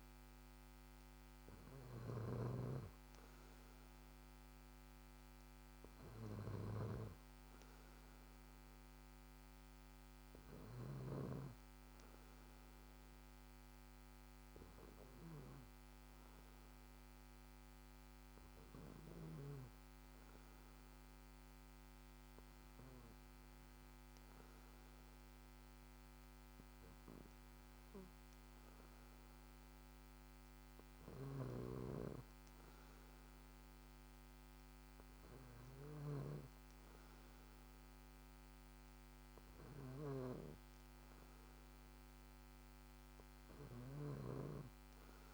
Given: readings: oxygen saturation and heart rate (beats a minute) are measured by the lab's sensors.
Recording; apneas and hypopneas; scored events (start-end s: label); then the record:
breathing in sleep by a microphone on the trachea; none
0.00-11.00 s: snoring (device-marked)
31.00-45.34 s: snoring (device-marked)
From the record:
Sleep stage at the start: N2 (light sleep); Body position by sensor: on the back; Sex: male